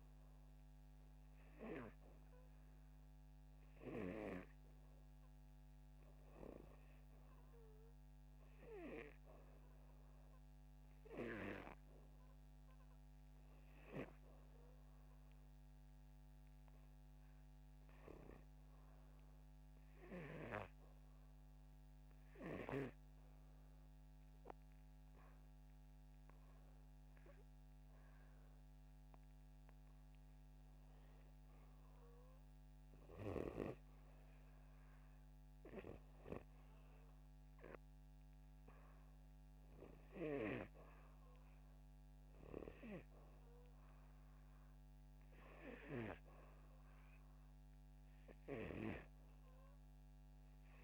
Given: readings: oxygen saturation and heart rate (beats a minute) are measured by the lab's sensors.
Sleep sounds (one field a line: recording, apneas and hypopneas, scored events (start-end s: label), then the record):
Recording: breathing in sleep by a microphone on the trachea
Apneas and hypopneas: 1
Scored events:
15.50-36.50 s: oxygen desaturation (device-marked, oxygen 97% before, 94% lowest, heart rate 78 before, 77 extreme)
22.50-32.50 s: hypopnea (oxygen 98% before, 89% lowest, heart rate 78 before, 78 extreme, up 1 after)
34.00-37.50 s: arousal
46.50-50.84 s: oxygen desaturation (device-marked, oxygen 95% before, 89% lowest, heart rate 79 before, 79 extreme)
From the record:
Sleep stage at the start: REM sleep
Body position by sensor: upright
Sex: male